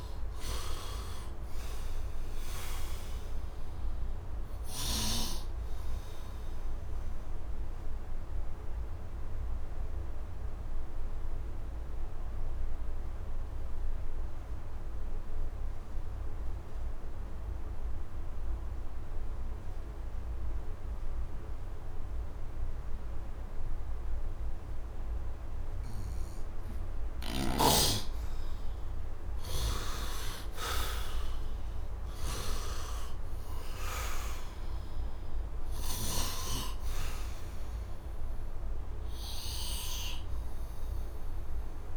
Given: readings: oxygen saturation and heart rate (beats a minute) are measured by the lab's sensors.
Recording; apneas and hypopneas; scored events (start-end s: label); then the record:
breathing in sleep by a room microphone; 1
0.00-29.00 s: oxygen desaturation (device-marked, oxygen 54% lowest, heart rate 61 extreme)
6.50-27.00 s: mixed apnea (oxygen 73% before, 54% lowest, heart rate 73 before, 65 extreme, up 22 after)
28.50-33.50 s: arousal
38.00-41.97 s: new sleep stage, REM sleep
38.00-41.97 s: oxygen desaturation (device-marked, oxygen 100% before, 69% lowest, heart rate 87 before, 72 extreme)
From the record:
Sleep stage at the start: N2 (light sleep); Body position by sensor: on the right side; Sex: male